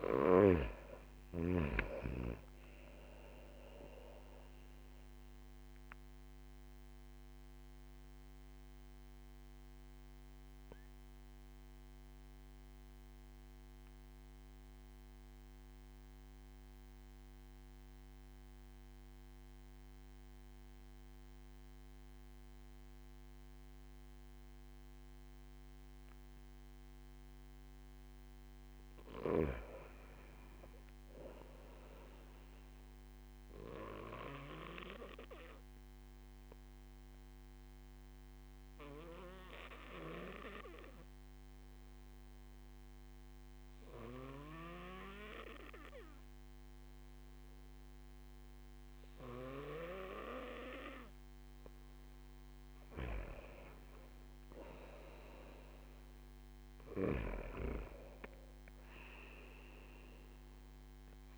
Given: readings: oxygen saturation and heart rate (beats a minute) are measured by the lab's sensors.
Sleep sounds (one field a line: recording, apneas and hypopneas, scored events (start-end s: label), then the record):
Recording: breathing in sleep by a microphone on the trachea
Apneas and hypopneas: 2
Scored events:
0.00-2.00 s: snoring (device-marked)
1.50-23.50 s: oxygen desaturation (device-marked, oxygen 96% before, 92% lowest)
5.50-29.00 s: obstructive apnea (oxygen 97% before, 92% lowest)
31.00-33.50 s: arousal
32.50-49.50 s: oxygen desaturation (device-marked, oxygen 98% before, 93% lowest)
35.50-52.00 s: obstructive apnea (oxygen 98% before, 92% lowest)
53.50-56.50 s: arousal
56.50-61.38 s: oxygen desaturation (device-marked, oxygen 96% before, 92% lowest)
From the record:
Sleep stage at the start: N2 (light sleep)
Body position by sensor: on the back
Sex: male